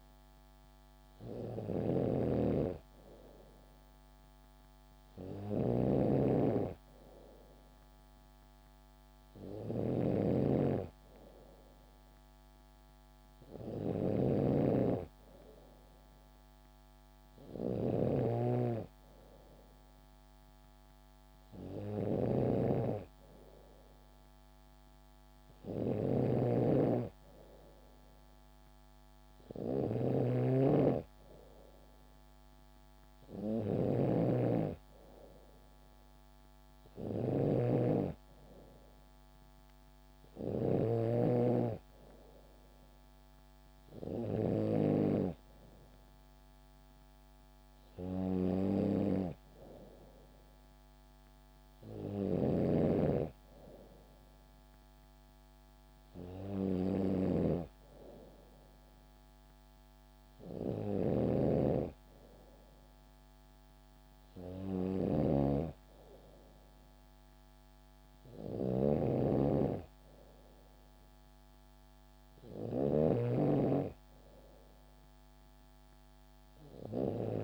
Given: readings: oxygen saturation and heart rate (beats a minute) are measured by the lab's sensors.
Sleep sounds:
breathing in sleep by a microphone on the trachea; none
0.00-77.44 s: snoring (device-marked)
59.00-77.44 s: new sleep stage, N3 (deep sleep)
From the record:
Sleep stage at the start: N2 (light sleep); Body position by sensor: on the back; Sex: female

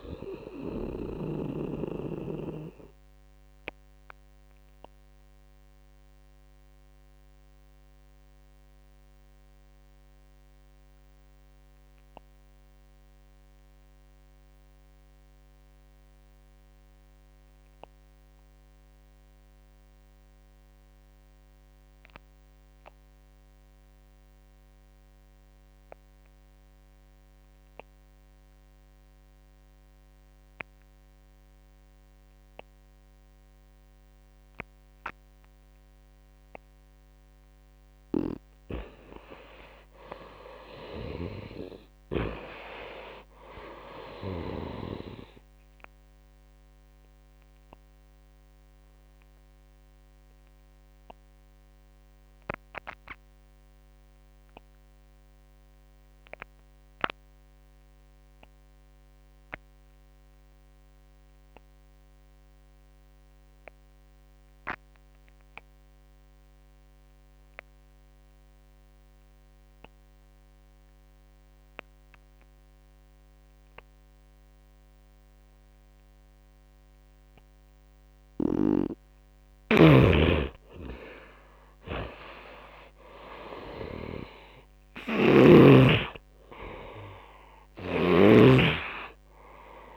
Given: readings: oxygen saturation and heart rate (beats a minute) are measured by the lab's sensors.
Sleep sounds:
breathing in sleep by a microphone on the trachea; 2
0.00-1.00 s: snoring (device-marked)
0.00-7.50 s: oxygen desaturation (device-marked, oxygen 89% lowest)
3.00-35.50 s: obstructive apnea (oxygen 98% before, 86% lowest)
26.50-52.50 s: oxygen desaturation (device-marked, oxygen 99% before, 89% lowest)
38.00-41.00 s: arousal
46.00-77.50 s: obstructive apnea (oxygen 99% before, 86% lowest)
72.50-89.97 s: oxygen desaturation (device-marked, oxygen 98% before, 86% lowest)
79.50-83.00 s: arousal
84.00-89.97 s: snoring (device-marked)
From the record:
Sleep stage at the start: N2 (light sleep); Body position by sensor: on the right side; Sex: male

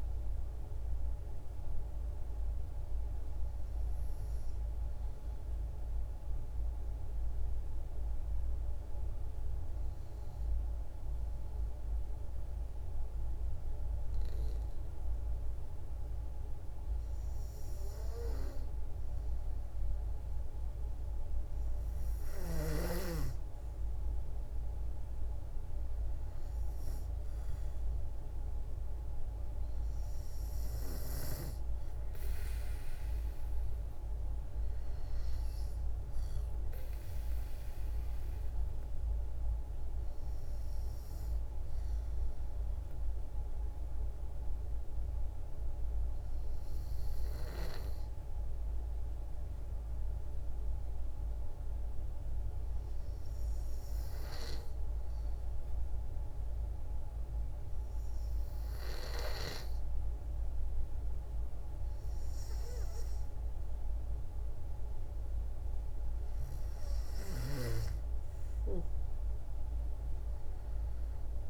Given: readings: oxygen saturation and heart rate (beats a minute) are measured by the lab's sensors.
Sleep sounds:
breathing in sleep by a room microphone; 2
0.00-3.50 s: arousal
6.00-18.50 s: obstructive apnea (oxygen 96% before, 91% lowest, heart rate 56 before, 56 extreme, up 1 after)
18.00-46.00 s: oxygen desaturation (device-marked, oxygen 95% before, 91% lowest, heart rate 57 before, 55 extreme)
20.50-23.00 s: arousal
43.00-60.50 s: hypopnea (oxygen 95% before, 89% lowest, heart rate 57 before, 55 extreme, up 3 after)
63.50-66.50 s: arousal
67.00-71.50 s: oxygen desaturation (device-marked, oxygen 95% before, 89% lowest, heart rate 57 before, 55 extreme)
From the record:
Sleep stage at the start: N2 (light sleep); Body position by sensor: on the back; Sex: female

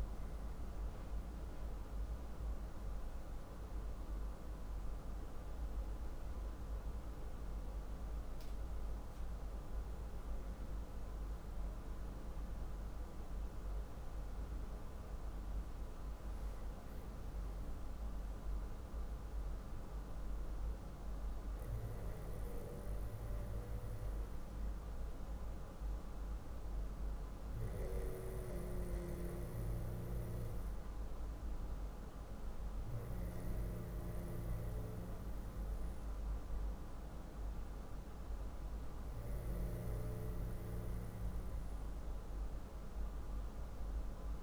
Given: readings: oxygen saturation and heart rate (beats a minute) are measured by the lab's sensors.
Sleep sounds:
breathing in sleep, hard to hear, by a room microphone; none
none scored
From the record:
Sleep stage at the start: N2 (light sleep); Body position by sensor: on the back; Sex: male

